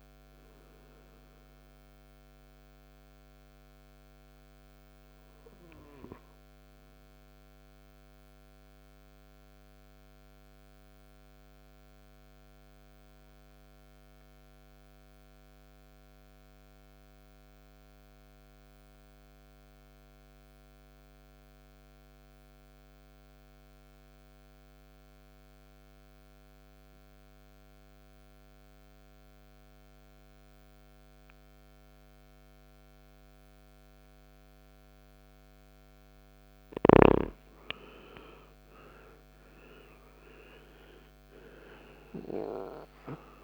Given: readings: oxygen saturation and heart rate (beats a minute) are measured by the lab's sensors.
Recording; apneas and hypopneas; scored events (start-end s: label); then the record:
breathing in sleep by a microphone on the trachea; 1
0.00-14.50 s: oxygen desaturation (device-marked, oxygen 87% lowest, heart rate 53 extreme)
7.00-33.50 s: mixed apnea (oxygen 97% before, 87% lowest, heart rate 67 before, 53 extreme, up 18 after)
31.50-43.44 s: oxygen desaturation (device-marked, oxygen 99% before, 87% lowest, heart rate 54 before, 52 extreme)
37.50-42.50 s: arousal
From the record:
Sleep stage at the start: N2 (light sleep); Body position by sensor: on the right side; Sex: male